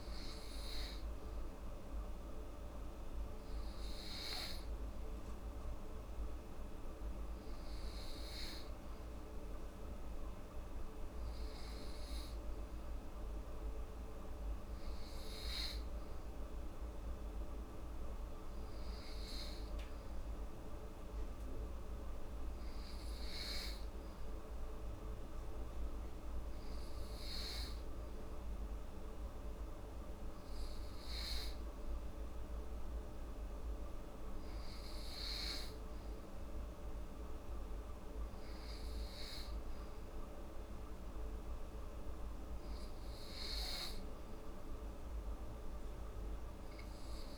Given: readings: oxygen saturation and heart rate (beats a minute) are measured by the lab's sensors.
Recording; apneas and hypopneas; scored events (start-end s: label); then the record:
breathing in sleep, hard to hear, by a room microphone; none
1.50-6.00 s: arousal
From the record:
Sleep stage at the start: N2 (light sleep); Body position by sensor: on the back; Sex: female